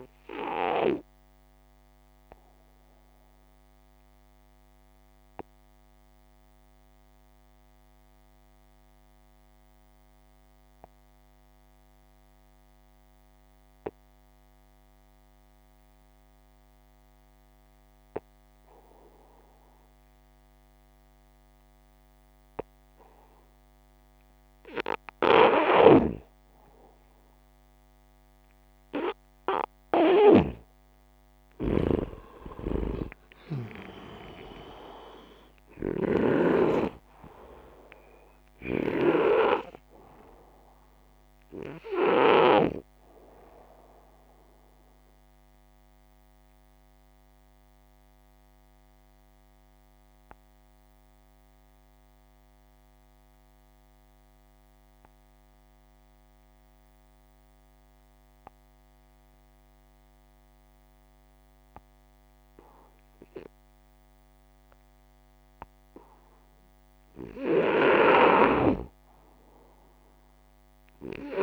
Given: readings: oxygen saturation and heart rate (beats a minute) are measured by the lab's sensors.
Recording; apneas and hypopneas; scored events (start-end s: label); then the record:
breathing in sleep by a microphone on the trachea; 2
0.50-24.00 s: obstructive apnea
25.00-36.00 s: snoring (device-marked)
30.00-34.50 s: arousal
45.50-66.50 s: obstructive apnea (heart rate 60 before, 60 extreme, up 2 after)
67.50-71.43 s: snoring (device-marked)
70.00-71.43 s: arousal
From the record:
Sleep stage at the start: N2 (light sleep); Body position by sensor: upright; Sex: male